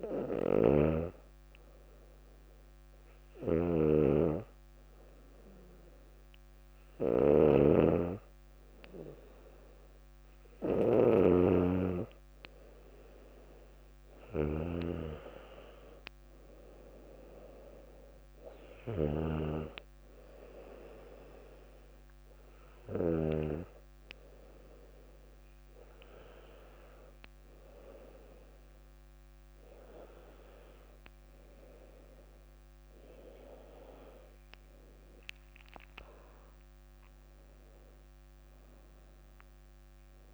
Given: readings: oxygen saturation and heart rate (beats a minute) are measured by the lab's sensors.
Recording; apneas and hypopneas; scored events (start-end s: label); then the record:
breathing in sleep by a microphone on the trachea; none
0.50-23.50 s: snoring (device-marked)
36.50-40.34 s: arousal
From the record:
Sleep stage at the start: N2 (light sleep); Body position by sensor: on the back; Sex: female